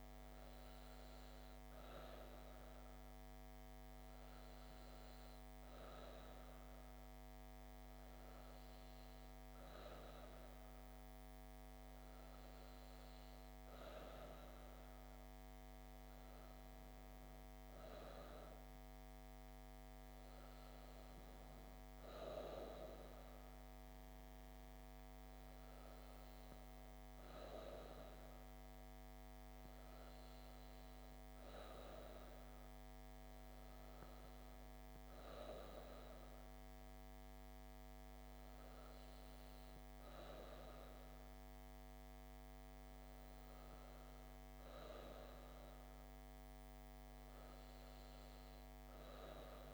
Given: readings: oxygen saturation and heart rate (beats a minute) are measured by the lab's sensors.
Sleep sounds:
breathing in sleep by a microphone on the trachea; none
none scored
From the record:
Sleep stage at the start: N2 (light sleep); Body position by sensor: on the back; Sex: female

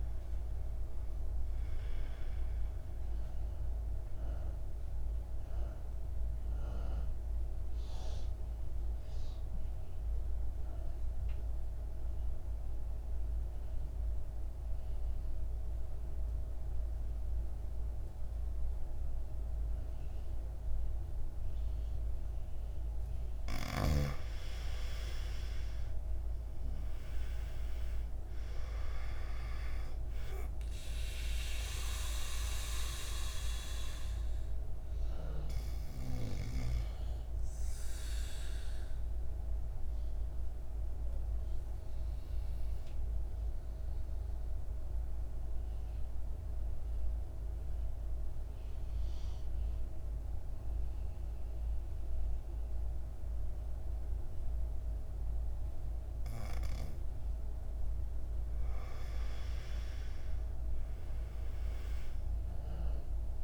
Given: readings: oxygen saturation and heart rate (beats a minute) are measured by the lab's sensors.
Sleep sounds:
breathing in sleep by a room microphone; 2
2.50-23.00 s: mixed apnea (oxygen 99% before, 86% lowest, heart rate 57 before, 53 extreme, up 10 after)
23.00-54.00 s: oxygen desaturation (device-marked, oxygen 98% before, 86% lowest, heart rate 56 before, 53 extreme)
25.00-28.00 s: arousal
38.00-57.50 s: mixed apnea (oxygen 98% before, 86% lowest, heart rate 59 before, 53 extreme, up 11 after)
59.00-62.00 s: arousal
61.00-63.44 s: oxygen desaturation (device-marked, oxygen 99% before, 89% lowest, heart rate 57 before, 53 extreme)
From the record:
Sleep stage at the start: N2 (light sleep); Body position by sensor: on the back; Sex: male

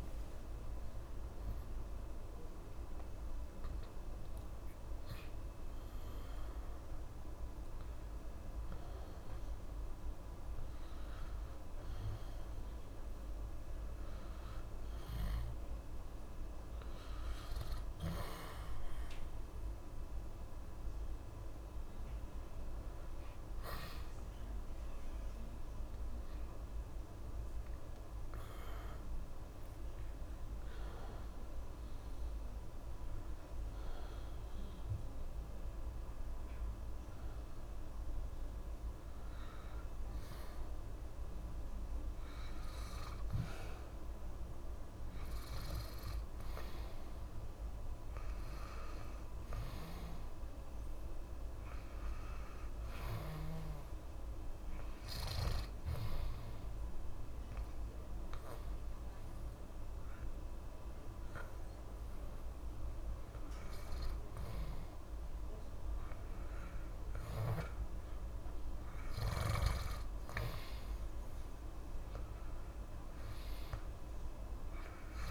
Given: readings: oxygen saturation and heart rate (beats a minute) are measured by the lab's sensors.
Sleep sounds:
a person partly awake in a sleep study, hard to hear, by a room microphone; 2
13.00-43.00 s: new sleep stage, N1 (lightest sleep)
32.00-44.00 s: obstructive apnea (oxygen 94% before, 90% lowest, heart rate 64 before, 62 extreme, up 2 after)
43.00-75.31 s: new sleep stage, N2 (light sleep)
46.50-51.00 s: arousal
57.00-69.50 s: hypopnea (oxygen 93% before, 87% lowest, heart rate 63 before, 63 extreme, up 3 after)
71.50-75.00 s: arousal
From the record:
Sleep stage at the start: awake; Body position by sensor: on the back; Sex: male

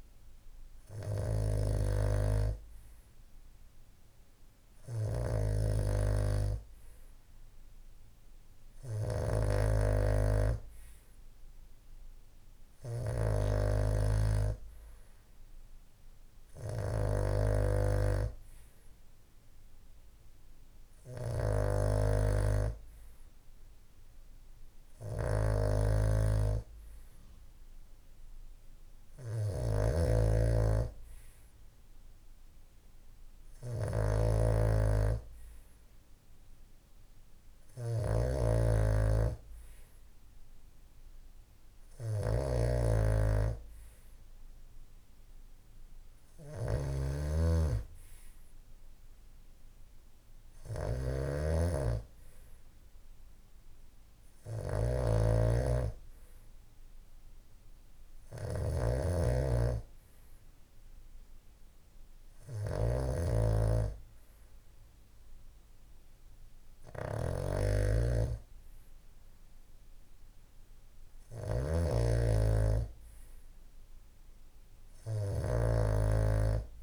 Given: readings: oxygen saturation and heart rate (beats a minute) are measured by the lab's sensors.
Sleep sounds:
breathing in sleep by a room microphone; none
0.00-76.83 s: snoring (device-marked)
From the record:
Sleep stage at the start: N2 (light sleep); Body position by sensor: on the back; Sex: male

